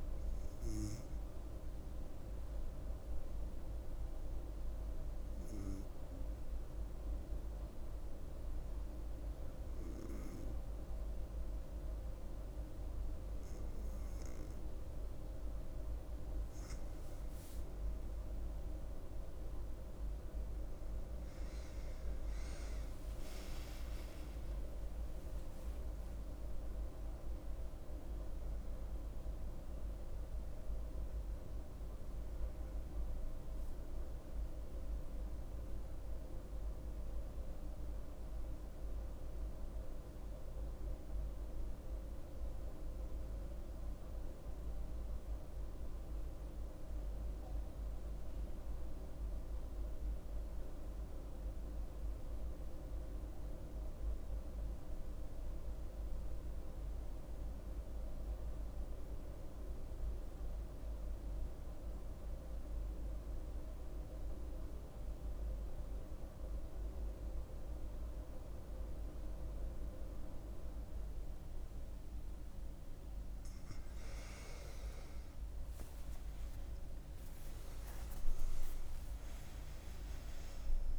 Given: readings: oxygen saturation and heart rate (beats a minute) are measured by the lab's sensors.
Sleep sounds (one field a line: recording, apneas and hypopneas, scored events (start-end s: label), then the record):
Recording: breathing in sleep, hard to hear, by a room microphone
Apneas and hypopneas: 2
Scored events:
0.50-15.50 s: hypopnea (oxygen 97% before, 93% lowest, heart rate 75 before, 68 extreme, up 9 after)
18.50-22.50 s: arousal
19.50-34.50 s: oxygen desaturation (device-marked, oxygen 97% before, 93% lowest, heart rate 70 before, 66 extreme)
41.50-72.50 s: mixed apnea (oxygen 97% before, 90% lowest, heart rate 79 before, 66 extreme, up 9 after)
67.50-80.99 s: oxygen desaturation (device-marked, oxygen 98% before, 90% lowest, heart rate 69 before, 66 extreme)
74.50-79.50 s: arousal
From the record:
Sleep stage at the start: N2 (light sleep)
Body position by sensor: on the back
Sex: female